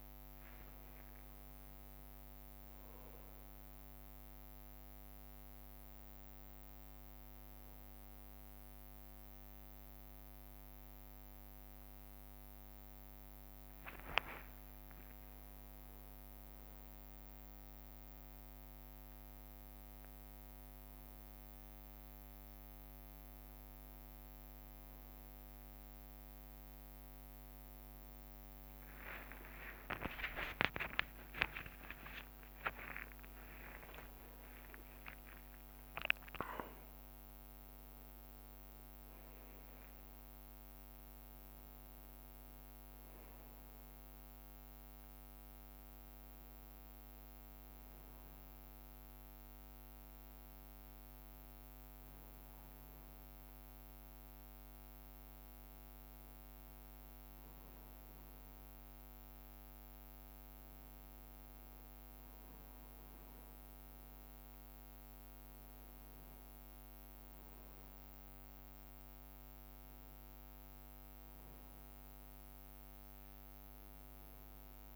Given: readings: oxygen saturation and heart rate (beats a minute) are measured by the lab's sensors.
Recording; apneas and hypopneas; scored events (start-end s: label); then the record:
a person awake in a sleep study, by a microphone on the trachea; none
0.00-10.50 s: drop in pulse transit time (device-marked, heart rate 66 extreme)
13.00-17.50 s: leg movement (device-marked)
14.50-74.96 s: new sleep stage, awake
15.00-17.00 s: long interval between heartbeats (device-marked, heart rate 67 before, 75 extreme)
27.50-37.50 s: tachycardia (device-marked, heart rate 66 before, 170 extreme)
30.00-32.00 s: long interval between heartbeats (device-marked, heart rate 68 before, 79 extreme)
33.50-35.50 s: long interval between heartbeats (device-marked, heart rate 76 before, 138 extreme)
36.00-38.00 s: long interval between heartbeats (device-marked, heart rate 84 before, 155 extreme)
37.50-39.50 s: drop in pulse transit time (device-marked, heart rate 92 before, 128 extreme)
42.50-45.00 s: leg movement (device-marked)
56.50-74.96 s: drop in pulse transit time (device-marked, heart rate 82 before, 64 extreme)
57.00-58.00 s: leg movement (device-marked)
66.50-68.50 s: leg movement (device-marked)
From the record:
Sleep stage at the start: N1 (lightest sleep); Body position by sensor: on the back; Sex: male